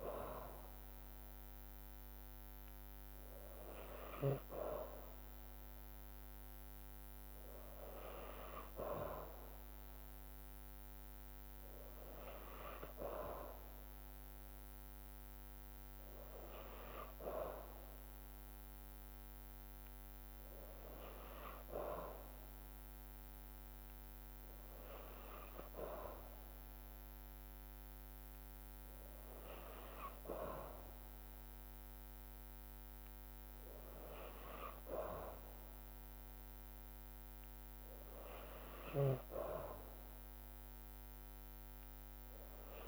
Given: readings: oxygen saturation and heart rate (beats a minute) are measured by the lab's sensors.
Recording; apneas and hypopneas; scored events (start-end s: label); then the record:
breathing in sleep by a microphone on the trachea; none
none scored
From the record:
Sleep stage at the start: N2 (light sleep); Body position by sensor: on the back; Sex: female